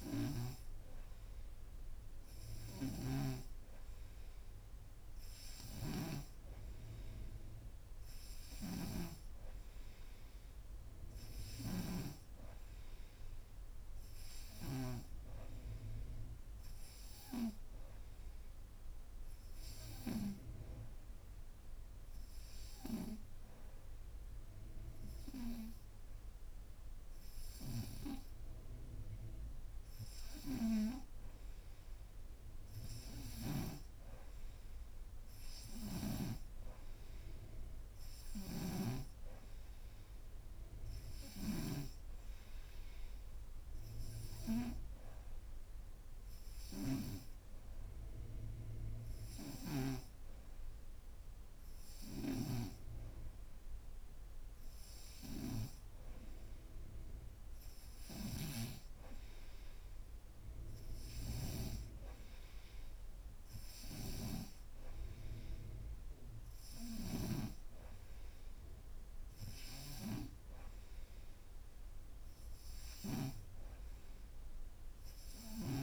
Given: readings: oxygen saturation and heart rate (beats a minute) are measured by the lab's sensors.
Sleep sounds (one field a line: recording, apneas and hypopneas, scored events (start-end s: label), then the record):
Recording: breathing in sleep by a room microphone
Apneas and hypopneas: none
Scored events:
0.00-9.00 s: snoring (device-marked)
38.00-41.50 s: snoring (device-marked)
52.00-58.50 s: snoring (device-marked)
From the record:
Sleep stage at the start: N2 (light sleep)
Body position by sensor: upright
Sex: female